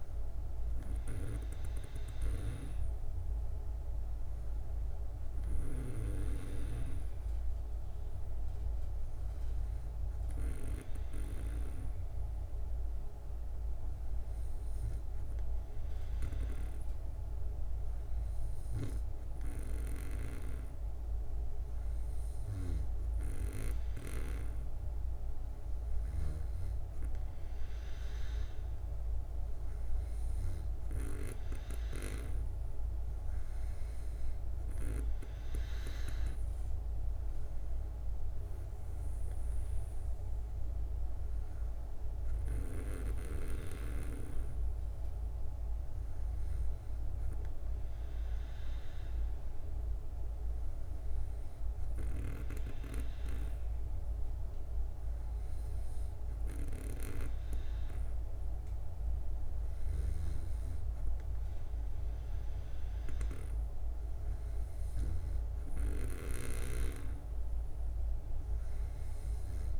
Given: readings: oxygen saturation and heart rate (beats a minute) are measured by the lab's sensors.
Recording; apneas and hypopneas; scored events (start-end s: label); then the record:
breathing in sleep by a room microphone; 2
9.00-24.00 s: hypopnea (oxygen 96% before, 94% lowest, heart rate 63 before, 60 extreme, up 2 after)
27.00-30.00 s: arousal
47.00-61.50 s: hypopnea (oxygen 97% before, 94% lowest, heart rate 62 before, 57 extreme, up 5 after)
63.50-67.00 s: arousal
From the record:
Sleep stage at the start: N2 (light sleep); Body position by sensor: on the back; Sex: female